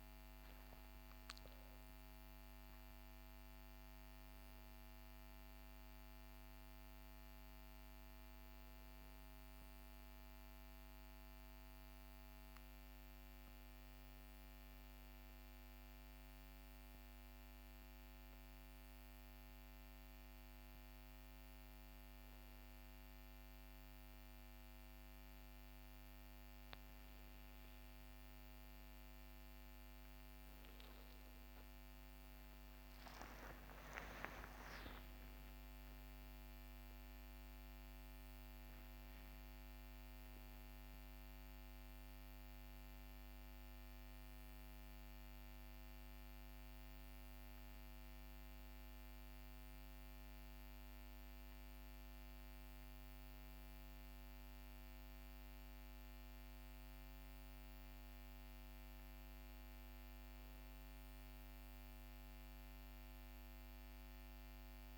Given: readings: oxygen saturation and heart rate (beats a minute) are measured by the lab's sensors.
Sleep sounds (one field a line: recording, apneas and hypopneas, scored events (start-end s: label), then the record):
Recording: breathing in sleep, hard to hear, by a microphone on the trachea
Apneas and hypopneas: 1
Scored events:
15.50-29.00 s: mixed apnea (oxygen 97% before, 96% lowest, heart rate 68 before, 48 extreme, up 28 after)
30.50-35.50 s: arousal
34.50-64.50 s: new sleep stage, N1 (lightest sleep)
64.50-64.97 s: new sleep stage, N2 (light sleep)
From the record:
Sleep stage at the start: REM sleep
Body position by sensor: on the back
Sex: male